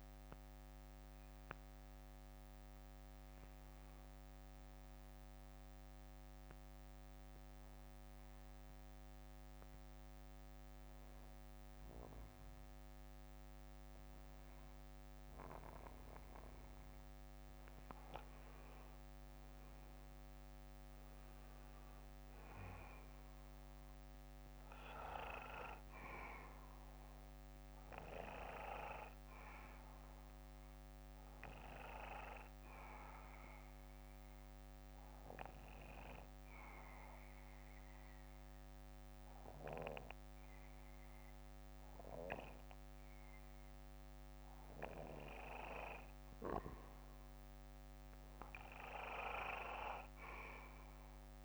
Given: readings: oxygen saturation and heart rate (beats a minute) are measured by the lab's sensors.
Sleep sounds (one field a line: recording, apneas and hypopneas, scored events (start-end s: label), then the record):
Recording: breathing in sleep by a microphone on the trachea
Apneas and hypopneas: 2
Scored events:
0.00-4.50 s: bradycardia (device-marked, heart rate 46 extreme)
6.50-12.50 s: bradycardia (device-marked, heart rate 60 before, 58 extreme)
6.50-17.00 s: central apnea (oxygen 96% before, 92% lowest, heart rate 60 before, 55 extreme, up 15 after)
22.00-24.50 s: arousal
23.50-25.50 s: bradycardia (device-marked, heart rate 60 before, 60 extreme)
31.50-33.50 s: bradycardia (device-marked, heart rate 60 before, 58 extreme)
35.50-47.00 s: obstructive apnea (oxygen 98% before, 92% lowest, heart rate 63 before, 53 extreme, up 11 after)
36.50-43.50 s: bradycardia (device-marked, heart rate 60 before, 56 extreme)
36.50-45.50 s: oxygen desaturation (device-marked, oxygen 98% before, 94% lowest, heart rate 63 before, 53 extreme)
From the record:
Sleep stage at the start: N2 (light sleep)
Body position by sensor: on the back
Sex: male